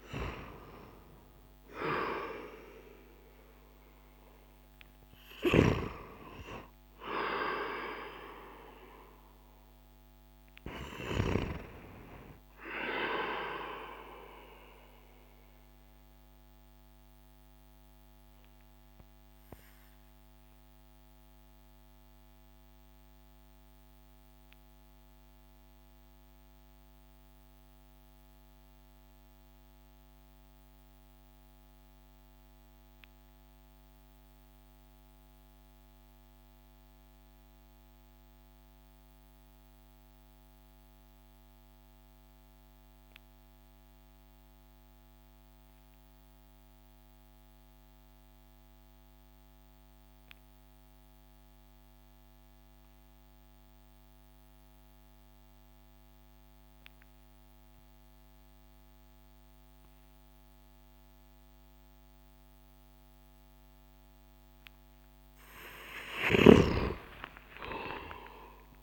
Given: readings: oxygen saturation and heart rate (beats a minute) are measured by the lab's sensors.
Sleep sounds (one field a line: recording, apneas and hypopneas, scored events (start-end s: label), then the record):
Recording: breathing in sleep by a microphone on the trachea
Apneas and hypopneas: 1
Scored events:
0.00-1.50 s: oxygen desaturation (device-marked, oxygen 94% lowest)
15.50-63.00 s: obstructive apnea (oxygen 96% before, 89% lowest)
16.50-28.50 s: oxygen desaturation (device-marked, oxygen 94% before, 91% lowest)
65.00-68.83 s: arousal
From the record:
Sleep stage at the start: N2 (light sleep)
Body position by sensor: on the back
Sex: male